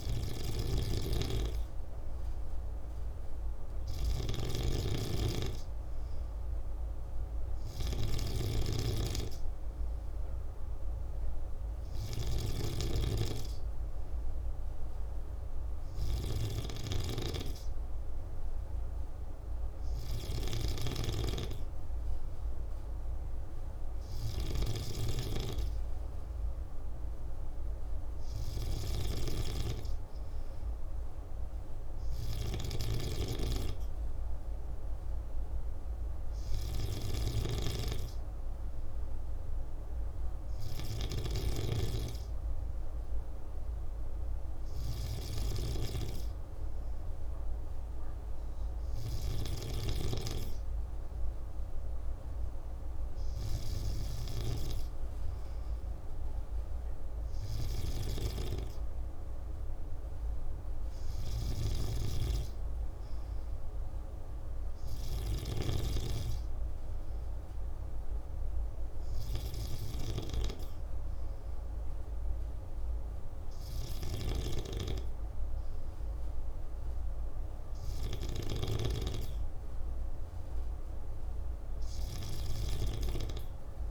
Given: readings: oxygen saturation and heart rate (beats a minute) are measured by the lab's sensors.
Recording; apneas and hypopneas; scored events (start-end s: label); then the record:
breathing in sleep by a room microphone; none
0.00-83.90 s: snoring (device-marked)
From the record:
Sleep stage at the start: N2 (light sleep); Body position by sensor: on the back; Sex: male